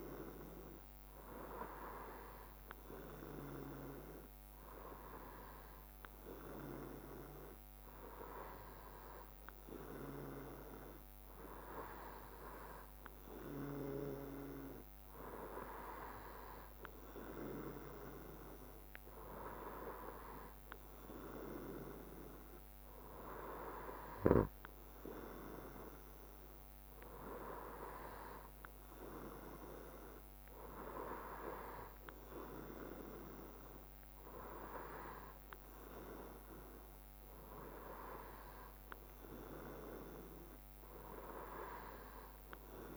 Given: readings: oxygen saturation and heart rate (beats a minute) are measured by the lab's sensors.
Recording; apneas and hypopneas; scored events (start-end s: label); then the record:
breathing in sleep by a microphone on the trachea; none
none scored
From the record:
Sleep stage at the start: N3 (deep sleep); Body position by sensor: on the right side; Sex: male